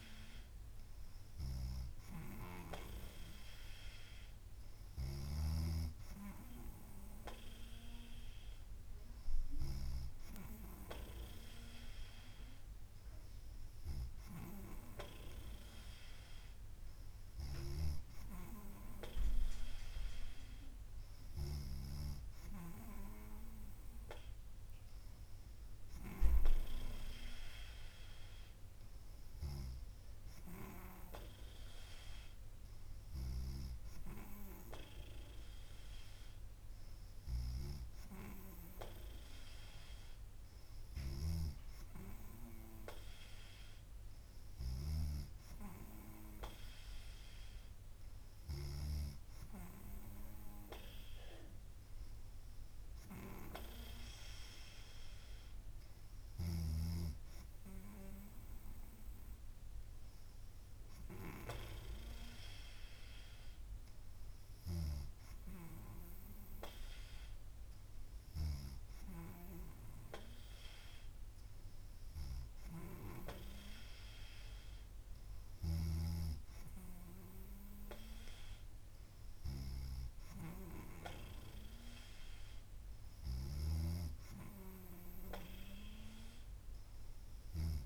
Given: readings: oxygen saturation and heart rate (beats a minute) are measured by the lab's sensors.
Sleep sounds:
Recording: breathing in sleep by a room microphone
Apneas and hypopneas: none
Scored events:
none scored
From the record:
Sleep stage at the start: N3 (deep sleep)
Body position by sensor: on the back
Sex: female

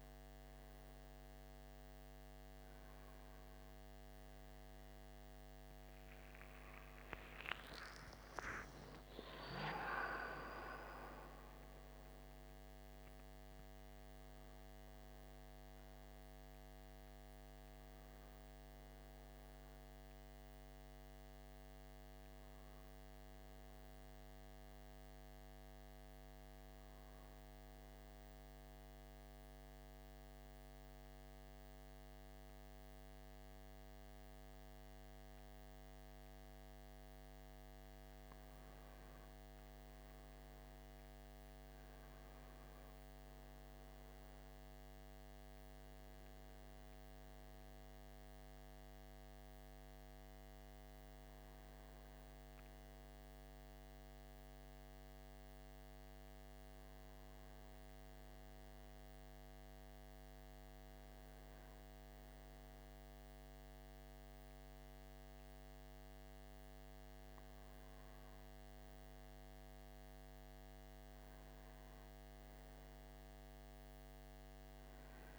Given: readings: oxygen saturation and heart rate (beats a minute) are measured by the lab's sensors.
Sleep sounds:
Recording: breathing in sleep, hard to hear, by a microphone on the trachea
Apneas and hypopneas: 1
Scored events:
8.00-13.50 s: arousal
28.50-39.00 s: central apnea (oxygen 95% before, 92% lowest, heart rate 64 before, 59 extreme, up 5 after)
40.50-45.00 s: arousal
49.00-62.00 s: oxygen desaturation (device-marked, oxygen 98% before, 94% lowest, heart rate 61 before, 59 extreme)
From the record:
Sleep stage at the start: N1 (lightest sleep)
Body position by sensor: on the right side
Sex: male

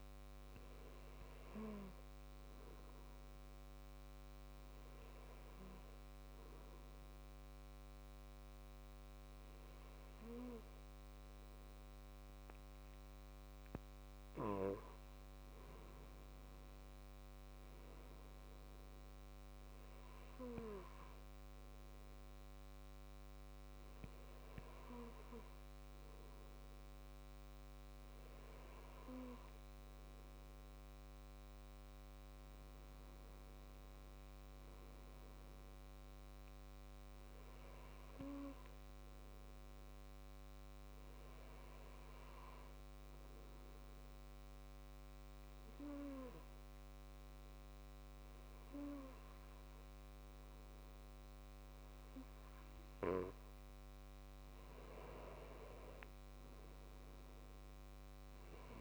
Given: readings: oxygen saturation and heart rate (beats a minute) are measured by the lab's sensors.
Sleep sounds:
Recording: breathing in sleep by a microphone on the trachea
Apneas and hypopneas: 2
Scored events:
0.50-13.00 s: hypopnea (oxygen 97% before, 96% lowest, heart rate 70 before, 62 extreme, up 5 after)
16.00-19.50 s: arousal
39.00-54.00 s: hypopnea (oxygen 98% before, 95% lowest, heart rate 65 before, 63 extreme, up 7 after)
From the record:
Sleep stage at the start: N2 (light sleep)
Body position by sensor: on the back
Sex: male

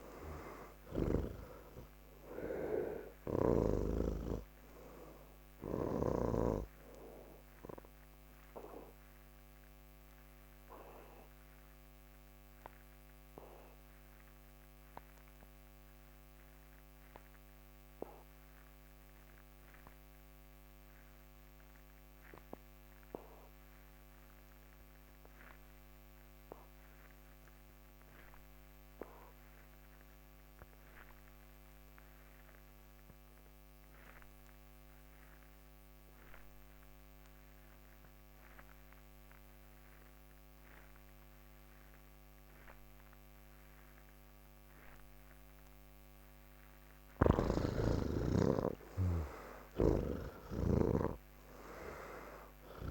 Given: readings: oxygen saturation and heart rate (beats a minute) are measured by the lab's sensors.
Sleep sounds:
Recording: breathing in sleep by a microphone on the trachea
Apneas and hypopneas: 1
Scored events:
0.00-21.50 s: oxygen desaturation (device-marked, oxygen 74% lowest, heart rate 45 extreme)
7.00-46.00 s: obstructive apnea (oxygen 93% before, 74% lowest, heart rate 98 before, 50 extreme, up 1 after)
34.50-52.91 s: oxygen desaturation (device-marked, oxygen 98% before, 74% lowest, heart rate 120 before, 48 extreme)
49.50-52.91 s: snoring (device-marked)
From the record:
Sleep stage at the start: N3 (deep sleep)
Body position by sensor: on the back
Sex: male

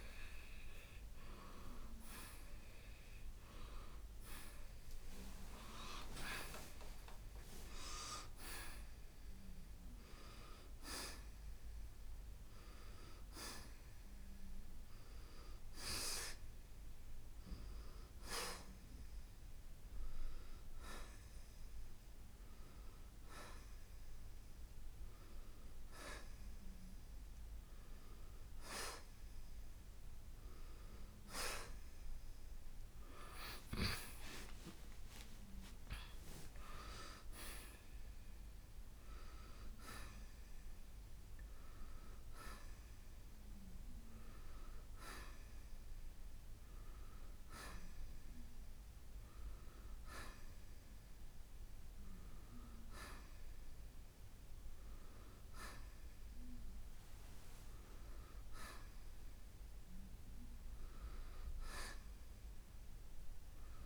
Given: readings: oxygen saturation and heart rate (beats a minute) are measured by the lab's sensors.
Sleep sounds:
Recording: breathing in sleep by a room microphone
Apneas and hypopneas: none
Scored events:
1.50-21.50 s: oxygen desaturation (device-marked, oxygen 94% before, 90% lowest, heart rate 80 before, 64 extreme)
6.50-10.50 s: arousal
33.50-37.50 s: arousal
From the record:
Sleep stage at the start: N1 (lightest sleep)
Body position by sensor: on the right side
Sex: male

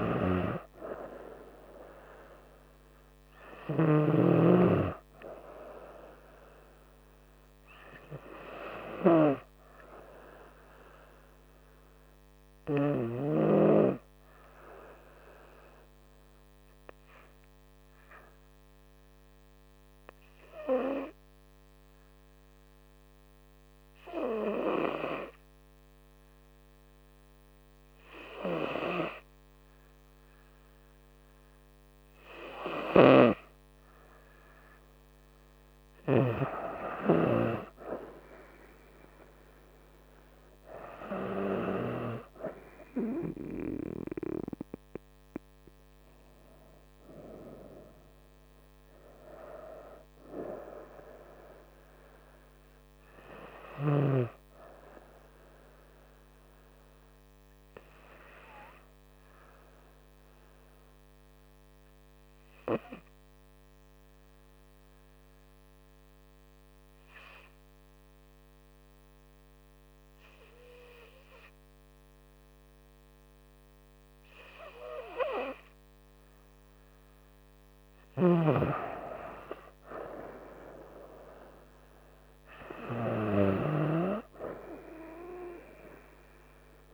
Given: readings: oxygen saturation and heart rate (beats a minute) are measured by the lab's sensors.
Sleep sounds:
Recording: breathing in sleep by a microphone on the trachea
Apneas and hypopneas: 2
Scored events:
0.00-4.00 s: arousal
13.50-33.50 s: hypopnea (oxygen 97% before, 94% lowest, heart rate 69 before, 66 extreme, up 3 after)
36.00-39.50 s: arousal
58.00-77.50 s: hypopnea (oxygen 97% before, 93% lowest, heart rate 71 before, 65 extreme, up 6 after)
79.00-83.00 s: arousal
From the record:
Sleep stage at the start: N2 (light sleep)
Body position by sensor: on the front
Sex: female

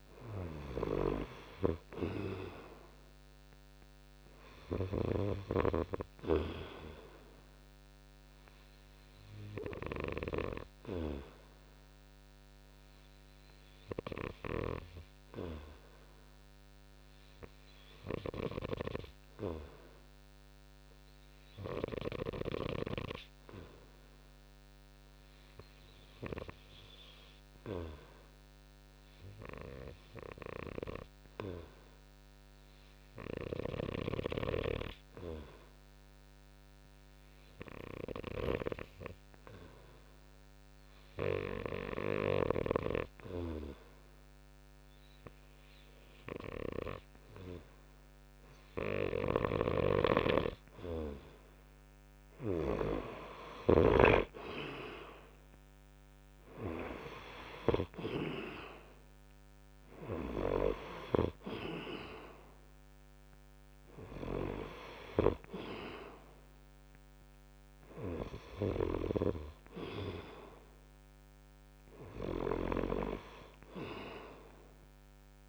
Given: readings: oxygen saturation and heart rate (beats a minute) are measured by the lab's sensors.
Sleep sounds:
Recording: breathing in sleep by a microphone on the trachea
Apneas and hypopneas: 1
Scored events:
5.50-10.50 s: snoring (device-marked)
12.00-51.00 s: obstructive apnea (oxygen 94% before, 88% lowest)
33.50-72.50 s: oxygen desaturation (device-marked, oxygen 96% before, 88% lowest)
49.00-53.00 s: snoring (device-marked)
54.50-58.50 s: arousal
From the record:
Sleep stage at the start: N2 (light sleep)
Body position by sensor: on the right side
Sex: male

